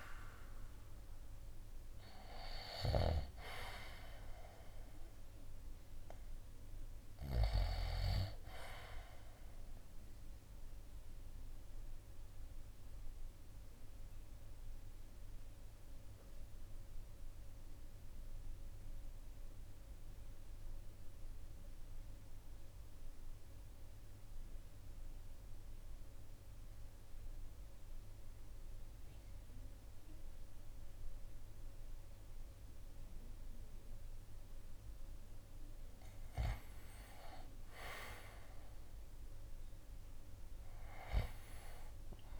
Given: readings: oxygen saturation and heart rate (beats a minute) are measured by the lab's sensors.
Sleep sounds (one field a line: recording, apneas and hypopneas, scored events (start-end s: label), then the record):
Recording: breathing in sleep by a room microphone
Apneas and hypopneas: 1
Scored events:
0.00-9.50 s: drop in pulse transit time (device-marked, heart rate 57 extreme)
0.00-23.50 s: oxygen desaturation (device-marked, oxygen 84% lowest, heart rate 53 extreme)
10.00-35.00 s: obstructive apnea (oxygen 98% before, 84% lowest, heart rate 60 before, 53 extreme, up 11 after)
37.50-42.00 s: arousal
From the record:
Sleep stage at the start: REM sleep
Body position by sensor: on the right side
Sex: male